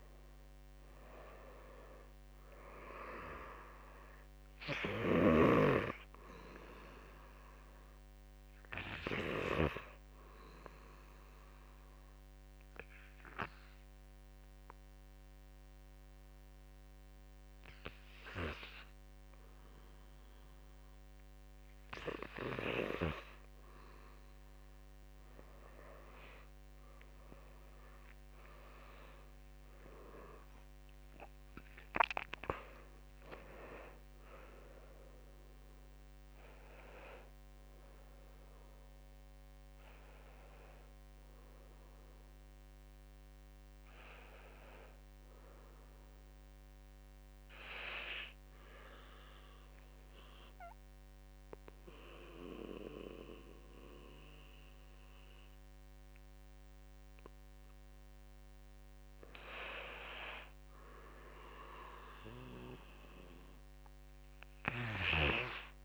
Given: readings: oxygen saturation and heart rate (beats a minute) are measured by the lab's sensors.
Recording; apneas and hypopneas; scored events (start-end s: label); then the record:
breathing in sleep by a microphone on the trachea; 2
0.00-18.50 s: oxygen desaturation (device-marked, oxygen 89% lowest, heart rate 51 extreme)
10.00-22.00 s: obstructive apnea (oxygen 100% before, 89% lowest, heart rate 54 before, 53 extreme, up 12 after)
27.00-31.00 s: arousal
33.50-45.50 s: drop in pulse transit time (device-marked, heart rate 59 before, 56 extreme)
37.50-49.50 s: oxygen desaturation (device-marked, oxygen 100% before, 93% lowest, heart rate 62 before, 46 extreme)
49.00-59.00 s: central apnea (oxygen 100% before, 86% lowest, heart rate 63 before, 46 extreme, up 11 after)
62.50-65.85 s: new sleep stage, awake
64.50-65.85 s: oxygen desaturation (device-marked, oxygen 99% before, 94% lowest, heart rate 52 before, 49 extreme)
From the record:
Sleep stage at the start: N2 (light sleep); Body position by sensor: on the back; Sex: male